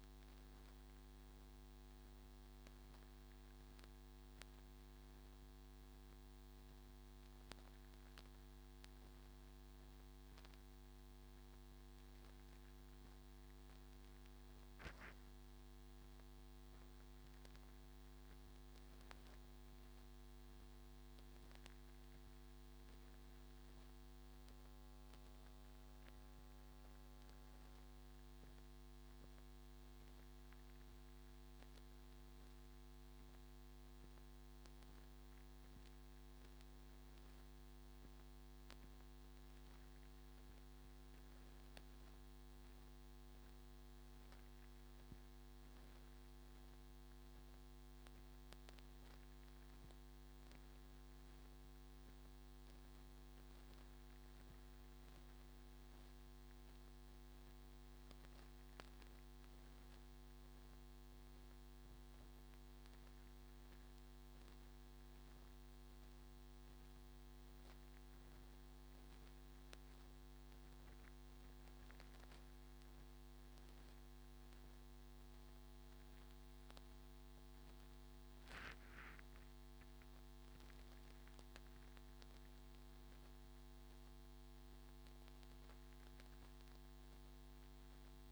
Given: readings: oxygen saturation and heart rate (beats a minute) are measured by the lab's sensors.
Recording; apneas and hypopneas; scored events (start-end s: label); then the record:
breathing in sleep, hard to hear, by a microphone on the trachea; none
0.00-3.00 s: arousal
From the record:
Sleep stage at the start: N2 (light sleep); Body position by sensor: on the front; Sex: male